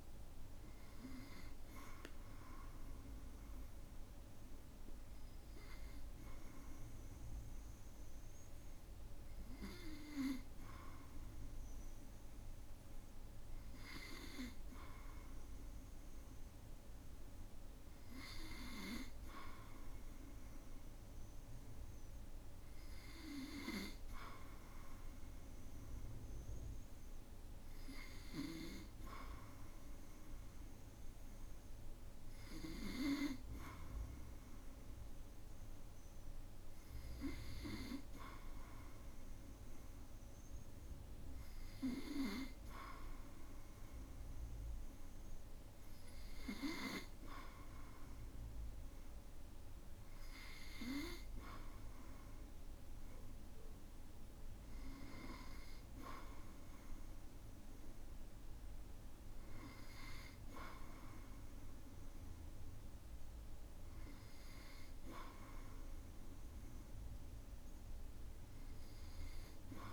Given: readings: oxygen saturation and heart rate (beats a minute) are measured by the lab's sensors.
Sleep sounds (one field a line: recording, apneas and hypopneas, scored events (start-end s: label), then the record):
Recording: breathing in sleep by a room microphone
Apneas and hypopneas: none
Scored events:
none scored
From the record:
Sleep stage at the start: N2 (light sleep)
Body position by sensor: on the back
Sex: male